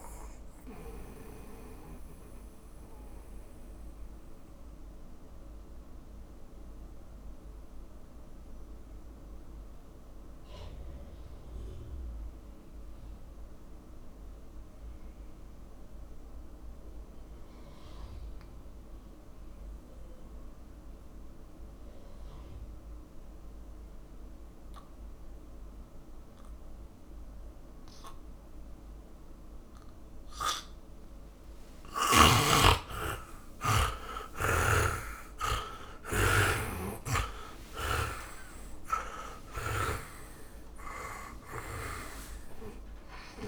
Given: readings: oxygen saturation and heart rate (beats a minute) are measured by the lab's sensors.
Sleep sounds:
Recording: breathing in sleep by a room microphone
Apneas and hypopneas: 1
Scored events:
0.00-21.50 s: oxygen desaturation (device-marked, oxygen 78% lowest, heart rate 49 extreme)
1.00-31.00 s: mixed apnea (oxygen 100% before, 78% lowest, heart rate 76 before, 49 extreme, up 23 after)
35.00-38.00 s: arousal
39.50-43.48 s: oxygen desaturation (device-marked, oxygen 97% before, 78% lowest, heart rate 56 before, 48 extreme)
From the record:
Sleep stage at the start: N2 (light sleep)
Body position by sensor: on the back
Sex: male

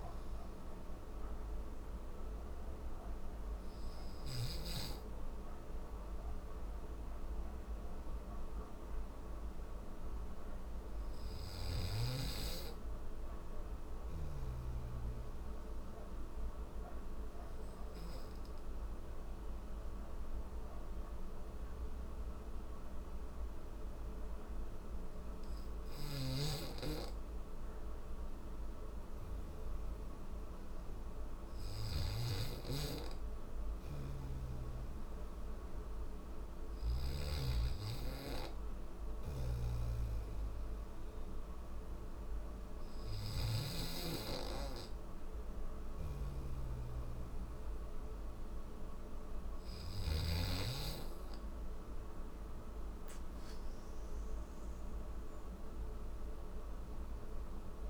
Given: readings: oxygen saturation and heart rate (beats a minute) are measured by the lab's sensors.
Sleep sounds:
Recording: breathing in sleep by a room microphone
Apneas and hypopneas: none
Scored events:
0.00-14.50 s: oxygen desaturation (device-marked, oxygen 95% lowest)
25.00-36.00 s: snoring (device-marked)
38.00-42.50 s: snoring (device-marked)
From the record:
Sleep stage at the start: N3 (deep sleep)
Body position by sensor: on the back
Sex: male

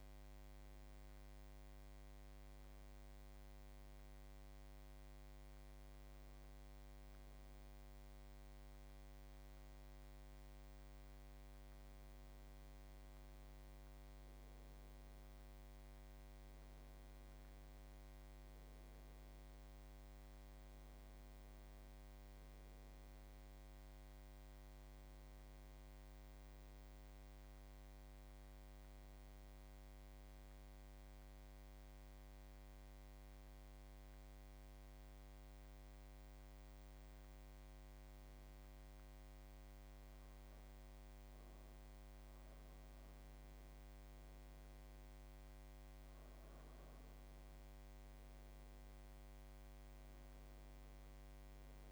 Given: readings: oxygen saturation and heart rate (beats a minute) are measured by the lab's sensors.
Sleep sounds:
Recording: breathing in sleep, hard to hear, by a microphone on the trachea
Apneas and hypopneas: 2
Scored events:
0.00-5.00 s: oxygen desaturation (device-marked, oxygen 89% lowest, heart rate 78 extreme)
1.50-13.50 s: hypopnea (oxygen 93% before, 90% lowest, heart rate 85 before, 78 extreme, up 5 after)
16.50-20.00 s: arousal
28.00-51.92 s: new sleep stage, N2 (light sleep)
31.00-42.50 s: hypopnea (oxygen 94% before, 91% lowest, heart rate 83 before, 79 extreme, up 5 after)
44.50-48.50 s: arousal
From the record:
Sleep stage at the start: N1 (lightest sleep)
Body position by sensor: on the back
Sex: male

